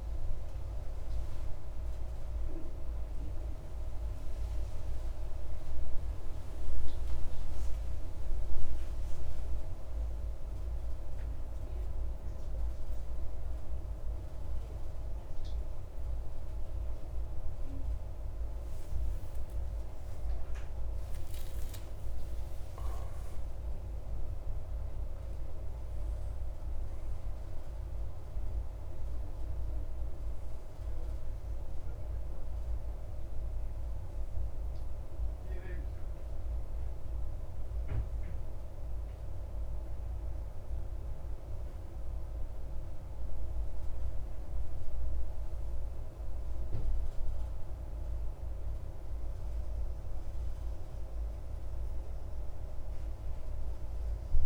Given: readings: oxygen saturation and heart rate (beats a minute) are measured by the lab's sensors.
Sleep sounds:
breathing in sleep, hard to hear, by a room microphone; none
20.00-25.00 s: arousal
From the record:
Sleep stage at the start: N1 (lightest sleep); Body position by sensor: on the back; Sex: male

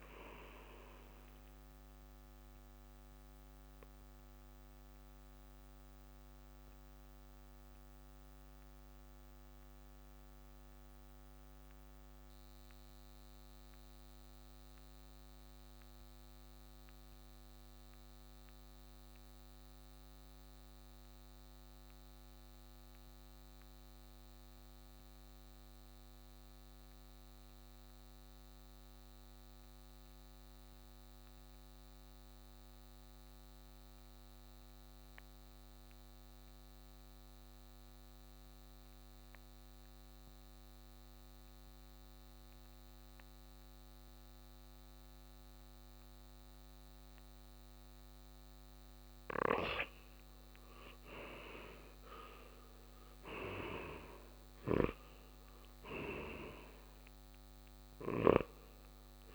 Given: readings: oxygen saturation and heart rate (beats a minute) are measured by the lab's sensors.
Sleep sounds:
breathing in sleep by a microphone on the trachea; 1
0.00-16.00 s: oxygen desaturation (device-marked, oxygen 86% lowest, heart rate 57 extreme)
2.50-49.50 s: mixed apnea (oxygen 98% before, 82% lowest, heart rate 63 before, 57 extreme, up 7 after)
38.00-59.34 s: oxygen desaturation (device-marked, oxygen 96% before, 82% lowest, heart rate 58 before, 56 extreme)
49.50-59.34 s: snoring (device-marked)
51.50-55.50 s: arousal
From the record:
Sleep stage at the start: N2 (light sleep); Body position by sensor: on the right side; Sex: male

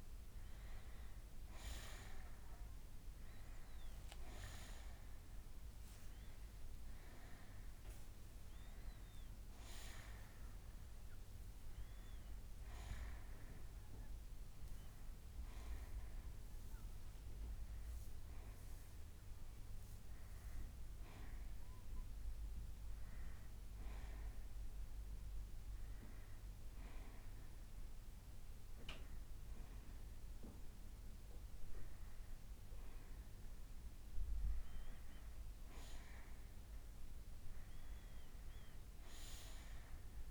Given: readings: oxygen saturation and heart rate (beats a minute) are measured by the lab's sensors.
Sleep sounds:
breathing in sleep by a room microphone; 1
0.00-11.50 s: oxygen desaturation (device-marked, oxygen 90% lowest, heart rate 44 extreme)
4.50-13.50 s: bradycardia (device-marked, heart rate 67 before, 48 extreme)
15.50-32.00 s: hypopnea (oxygen 95% before, 91% lowest, heart rate 60 before, 57 extreme, up 12 after)
17.50-22.50 s: bradycardia (device-marked, heart rate 67 before, 59 extreme)
33.50-35.50 s: bradycardia (device-marked, heart rate 67 before, 67 extreme)
34.50-38.00 s: arousal
From the record:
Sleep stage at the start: N2 (light sleep); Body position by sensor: on the back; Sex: male

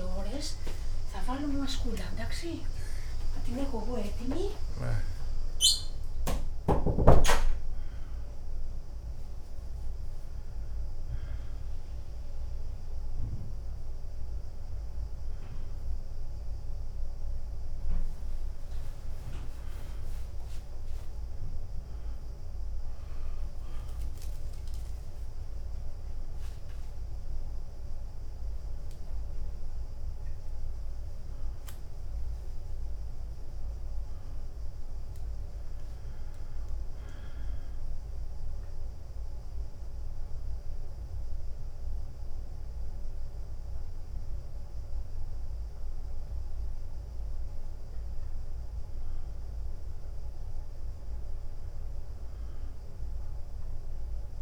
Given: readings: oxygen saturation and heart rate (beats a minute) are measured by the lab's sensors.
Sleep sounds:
a person awake in a sleep study, by a room microphone; none
19.50-25.50 s: tachycardia (device-marked, heart rate 94 before, 102 extreme)
30.50-49.50 s: tachycardia (device-marked, heart rate 95 before, 102 extreme)
44.50-54.41 s: new sleep stage, N1 (lightest sleep)
From the record:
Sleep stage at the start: awake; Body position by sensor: on the back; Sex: male

